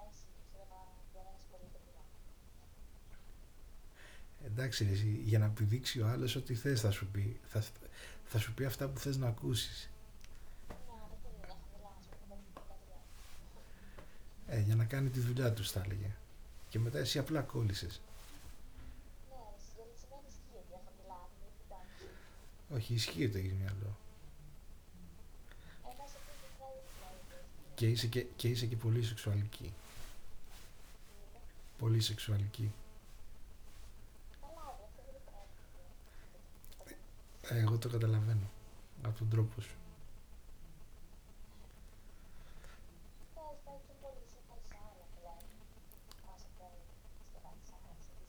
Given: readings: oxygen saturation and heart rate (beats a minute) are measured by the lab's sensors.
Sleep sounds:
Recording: breathing in sleep by a room microphone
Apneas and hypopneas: none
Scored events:
5.50-15.00 s: snoring (device-marked)
30.50-35.00 s: arousal
From the record:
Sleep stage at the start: N2 (light sleep)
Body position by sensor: on the back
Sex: male

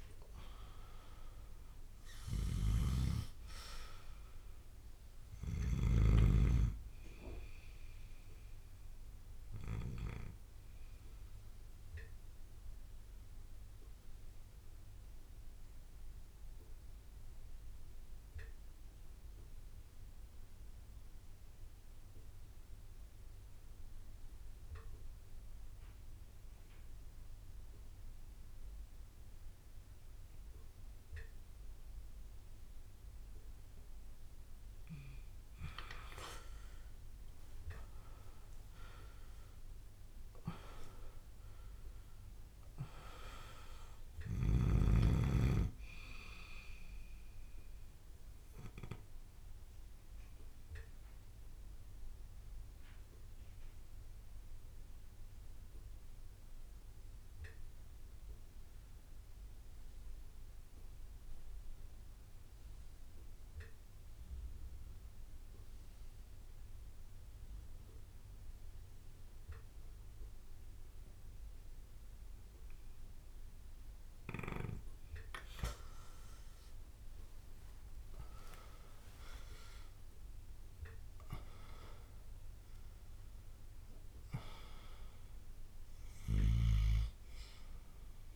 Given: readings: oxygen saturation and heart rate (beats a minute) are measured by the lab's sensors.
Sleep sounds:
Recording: breathing in sleep by a room microphone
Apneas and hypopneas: 2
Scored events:
0.00-2.00 s: arousal
0.00-22.00 s: oxygen desaturation (device-marked, oxygen 90% lowest)
0.00-26.00 s: bradycardia (device-marked)
2.50-6.00 s: snoring (device-marked)
10.50-33.50 s: obstructive apnea (oxygen 99% before, 90% lowest)
36.50-41.50 s: arousal
37.00-88.35 s: bradycardia (device-marked)
38.00-63.00 s: oxygen desaturation (device-marked, oxygen 99% before, 90% lowest)
40.50-42.50 s: long interval between heartbeats (device-marked)
49.50-73.00 s: obstructive apnea (oxygen 99% before, 90% lowest)
74.00-88.35 s: oxygen desaturation (device-marked, oxygen 99% before, 91% lowest)
76.00-81.50 s: arousal
79.00-81.00 s: long interval between heartbeats (device-marked)
From the record:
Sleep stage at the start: N2 (light sleep)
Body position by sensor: on the back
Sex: male

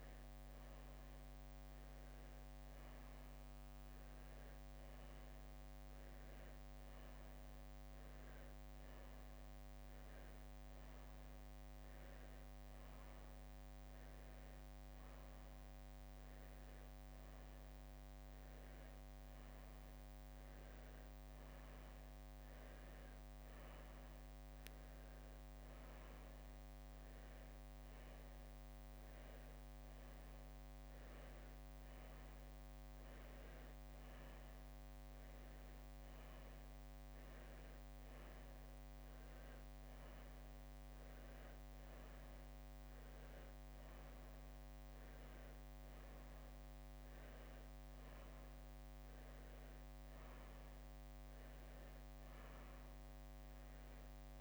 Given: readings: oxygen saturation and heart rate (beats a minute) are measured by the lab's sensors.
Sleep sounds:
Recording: a person awake in a sleep study, hard to hear, by a microphone on the trachea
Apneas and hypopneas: none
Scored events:
0.00-2.00 s: drop in pulse transit time (device-marked, heart rate 59 extreme)
From the record:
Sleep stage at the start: awake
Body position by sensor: on the right side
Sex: female

